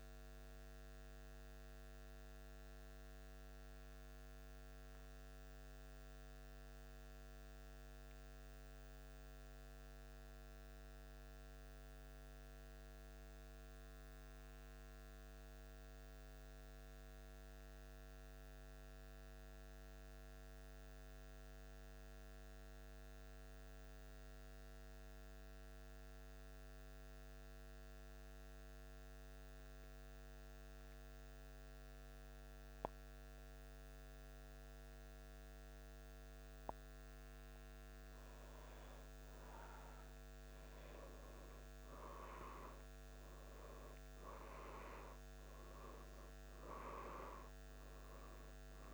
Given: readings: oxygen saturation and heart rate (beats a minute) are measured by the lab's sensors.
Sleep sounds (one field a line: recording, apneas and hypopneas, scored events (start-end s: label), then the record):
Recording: breathing in sleep by a microphone on the trachea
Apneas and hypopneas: 1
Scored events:
1.00-36.50 s: central apnea (oxygen 95% before, 92% lowest, heart rate 77 before, 72 extreme, up 4 after)
36.50-41.50 s: arousal
From the record:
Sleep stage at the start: N2 (light sleep)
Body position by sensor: on the back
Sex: male